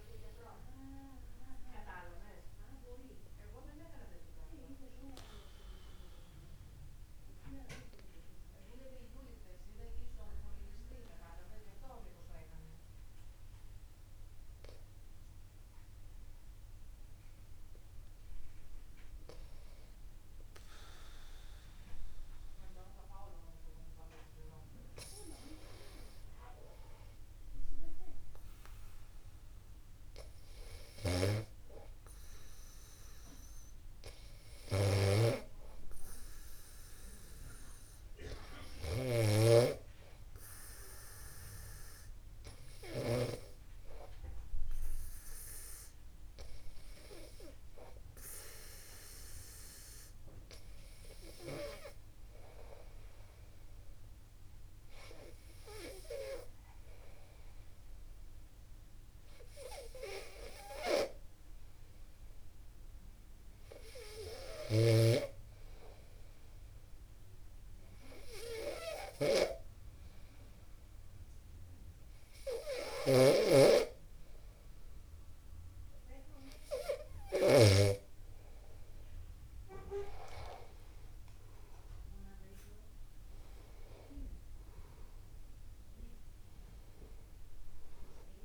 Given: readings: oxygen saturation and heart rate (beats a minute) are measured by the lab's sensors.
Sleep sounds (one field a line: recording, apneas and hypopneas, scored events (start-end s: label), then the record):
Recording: breathing in sleep by a room microphone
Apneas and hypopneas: 2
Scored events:
4.50-22.50 s: oxygen desaturation (device-marked, oxygen 96% before, 93% lowest, heart rate 51 before, 50 extreme)
5.00-24.50 s: obstructive apnea (oxygen 96% before, 93% lowest, heart rate 51 before, 50 extreme, up 9 after)
19.50-21.50 s: long interval between heartbeats (device-marked, heart rate 51 before, 59 extreme)
27.50-31.00 s: arousal
37.50-39.50 s: long interval between heartbeats (device-marked, heart rate 53 before, 57 extreme)
40.50-76.00 s: obstructive apnea (oxygen 98% before, 94% lowest, heart rate 54 before, 50 extreme, up 1 after)
42.00-44.00 s: long interval between heartbeats (device-marked, heart rate 55 before, 76 extreme)
65.00-78.00 s: snoring (device-marked)
79.50-83.50 s: arousal
From the record:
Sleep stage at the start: N2 (light sleep)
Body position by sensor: upright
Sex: male